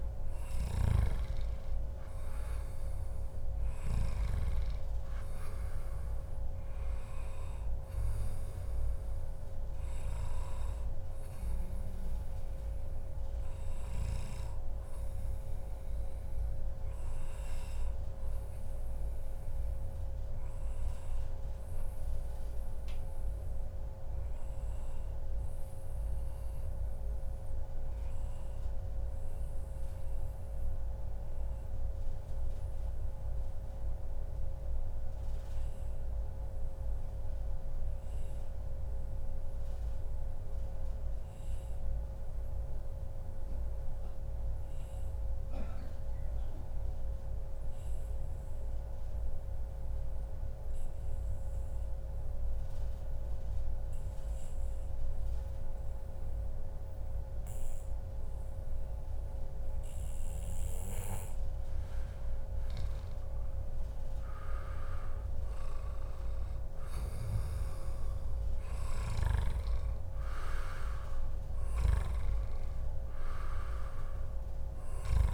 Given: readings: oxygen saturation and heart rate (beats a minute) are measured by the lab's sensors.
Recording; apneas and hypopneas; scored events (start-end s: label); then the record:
breathing in sleep, hard to hear, by a room microphone; 1
0.00-17.00 s: oxygen desaturation (device-marked, oxygen 94% lowest, heart rate 113 extreme)
20.50-58.50 s: obstructive apnea (oxygen 97% before, 93% lowest, heart rate 133 before, 104 extreme)
58.00-75.34 s: oxygen desaturation (device-marked, oxygen 98% before, 93% lowest, heart rate 142 before, 96 extreme)
62.00-67.00 s: arousal
64.50-66.50 s: long interval between heartbeats (device-marked, heart rate 141 before, 112 extreme)
From the record:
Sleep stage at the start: N2 (light sleep); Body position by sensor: on the back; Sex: male